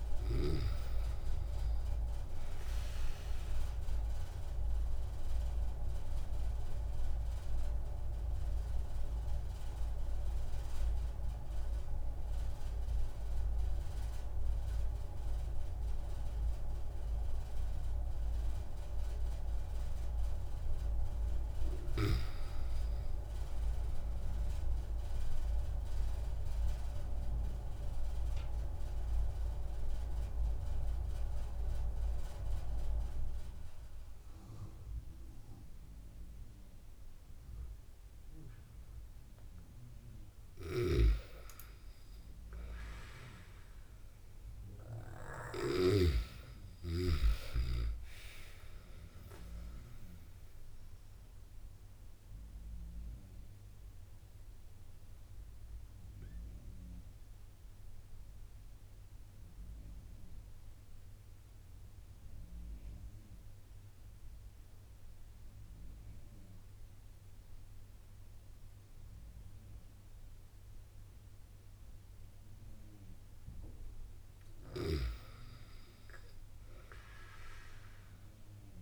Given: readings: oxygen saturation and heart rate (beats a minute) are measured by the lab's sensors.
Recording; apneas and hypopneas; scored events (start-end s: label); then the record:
breathing in sleep by a room microphone; 3
0.00-19.00 s: oxygen desaturation (device-marked, oxygen 93% lowest)
5.50-21.00 s: obstructive apnea (oxygen 97% before, 92% lowest)
22.50-25.00 s: arousal
26.00-39.50 s: obstructive apnea (oxygen 97% before, 92% lowest)
41.00-47.50 s: snoring (device-marked)
41.50-45.00 s: arousal
47.00-69.00 s: oxygen desaturation (device-marked, oxygen 96% before, 92% lowest)
51.00-74.50 s: obstructive apnea (oxygen 97% before, 92% lowest)
76.50-78.82 s: arousal
From the record:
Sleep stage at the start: N2 (light sleep); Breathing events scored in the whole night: 270 in 4.0 hours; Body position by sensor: on the back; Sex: male